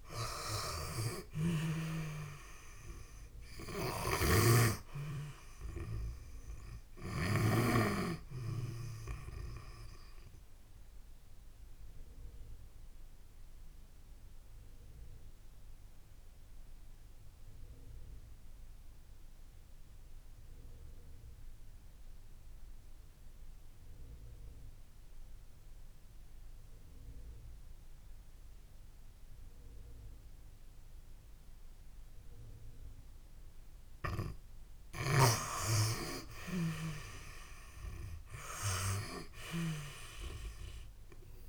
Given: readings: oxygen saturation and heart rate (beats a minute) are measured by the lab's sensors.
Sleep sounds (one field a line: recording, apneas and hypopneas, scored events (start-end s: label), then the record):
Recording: breathing in sleep by a room microphone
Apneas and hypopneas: 1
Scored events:
0.00-1.50 s: arousal
0.00-1.50 s: snoring (device-marked)
6.50-30.50 s: oxygen desaturation (device-marked, oxygen 97% before, 86% lowest)
9.50-33.00 s: obstructive apnea (oxygen 97% before, 86% lowest)
35.50-39.00 s: arousal
From the record:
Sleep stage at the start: N2 (light sleep)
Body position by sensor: on the back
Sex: female